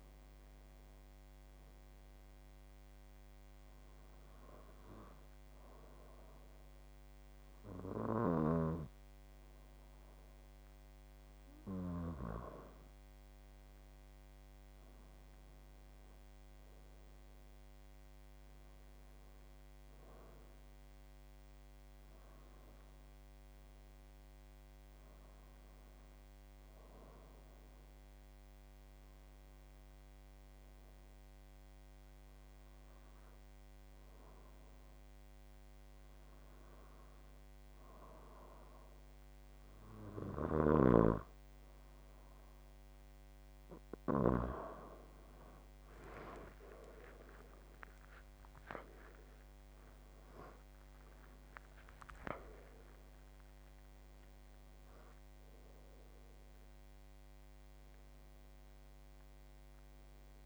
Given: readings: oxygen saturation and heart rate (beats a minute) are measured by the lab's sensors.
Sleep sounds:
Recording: breathing in sleep by a microphone on the trachea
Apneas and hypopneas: 2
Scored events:
3.50-14.00 s: hypopnea (oxygen 94% before, 89% lowest, heart rate 79 before, 70 extreme, up 8 after)
14.50-18.50 s: arousal
27.00-40.00 s: hypopnea (oxygen 93% before, 89% lowest, heart rate 79 before, 75 extreme, up 10 after)
46.50-51.50 s: arousal
53.00-60.46 s: oxygen desaturation (device-marked, oxygen 93% before, 89% lowest, heart rate 82 before, 69 extreme)
From the record:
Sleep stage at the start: N2 (light sleep)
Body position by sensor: on the back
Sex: male

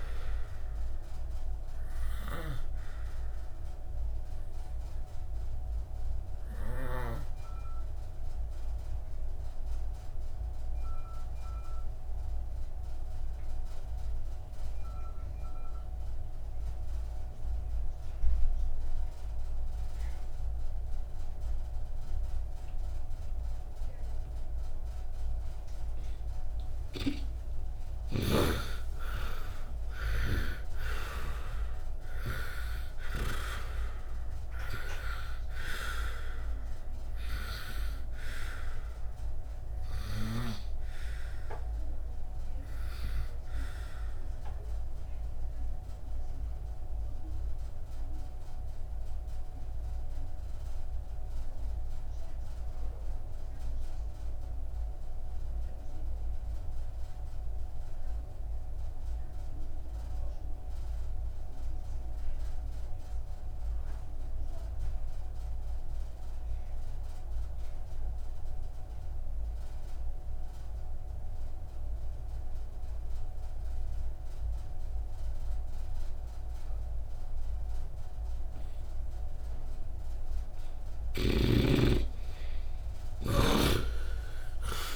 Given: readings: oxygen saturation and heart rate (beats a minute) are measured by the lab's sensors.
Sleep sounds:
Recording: breathing in sleep by a room microphone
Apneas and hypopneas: 2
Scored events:
0.00-32.00 s: oxygen desaturation (device-marked, oxygen 74% lowest, heart rate 50 extreme)
2.00-25.00 s: obstructive apnea (oxygen 94% before, 73% lowest, heart rate 61 before, 58 extreme)
26.50-30.50 s: arousal
29.00-33.50 s: snoring (device-marked)
41.00-65.00 s: oxygen desaturation (device-marked, oxygen 93% before, 73% lowest, heart rate 63 before, 50 extreme)
45.00-79.00 s: obstructive apnea (oxygen 93% before, 73% lowest, heart rate 65 before, 50 extreme, up 7 after)
71.00-84.96 s: oxygen desaturation (device-marked, oxygen 97% before, 76% lowest, heart rate 67 before, 50 extreme)
81.50-84.96 s: arousal
From the record:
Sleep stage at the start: N2 (light sleep)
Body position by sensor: on the right side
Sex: male

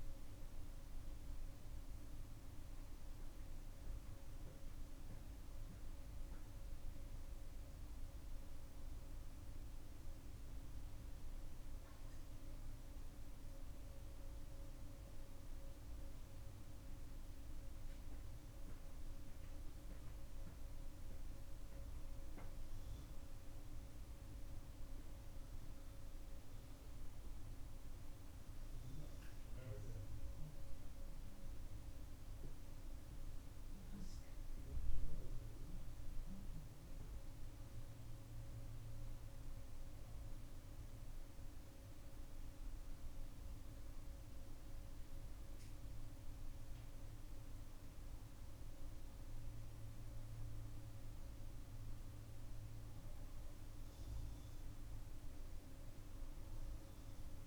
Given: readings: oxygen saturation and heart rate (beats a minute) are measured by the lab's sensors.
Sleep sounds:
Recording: breathing in sleep, hard to hear, by a room microphone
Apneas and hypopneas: none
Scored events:
none scored
From the record:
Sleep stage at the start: N1 (lightest sleep)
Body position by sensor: on the back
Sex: female

